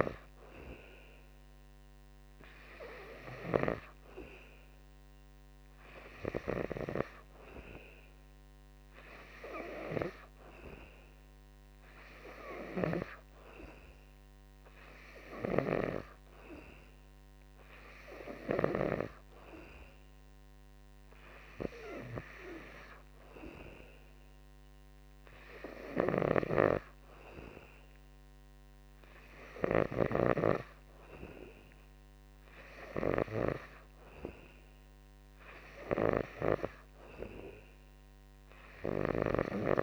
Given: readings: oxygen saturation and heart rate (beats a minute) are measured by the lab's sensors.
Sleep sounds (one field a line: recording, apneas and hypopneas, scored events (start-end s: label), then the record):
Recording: breathing in sleep by a microphone on the trachea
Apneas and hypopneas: none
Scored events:
none scored
From the record:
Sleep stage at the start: N2 (light sleep)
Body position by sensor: on the back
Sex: male